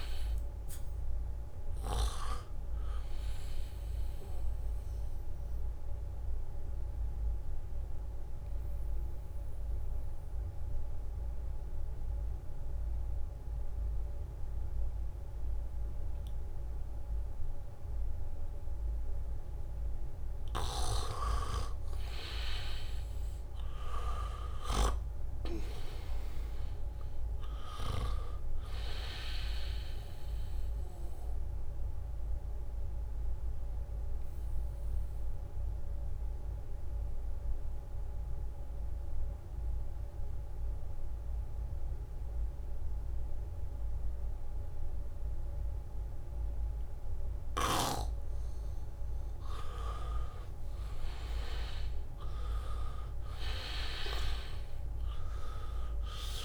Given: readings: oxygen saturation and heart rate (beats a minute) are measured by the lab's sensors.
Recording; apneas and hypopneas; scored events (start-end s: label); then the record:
breathing in sleep by a room microphone; 2
0.00-13.50 s: oxygen desaturation (device-marked, oxygen 83% lowest, heart rate 77 extreme)
5.00-20.00 s: obstructive apnea (oxygen 98% before, 83% lowest, heart rate 79 before, 77 extreme, up 0 after)
22.50-26.00 s: arousal
25.50-47.50 s: oxygen desaturation (device-marked, oxygen 98% before, 83% lowest, heart rate 81 before, 73 extreme)
32.50-48.00 s: obstructive apnea (oxygen 98% before, 83% lowest, heart rate 79 before, 73 extreme)
50.50-55.00 s: arousal
52.50-56.45 s: oxygen desaturation (device-marked, oxygen 98% before, 83% lowest, heart rate 79 before, 75 extreme)
From the record:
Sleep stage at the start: N2 (light sleep); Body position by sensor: on the back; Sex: male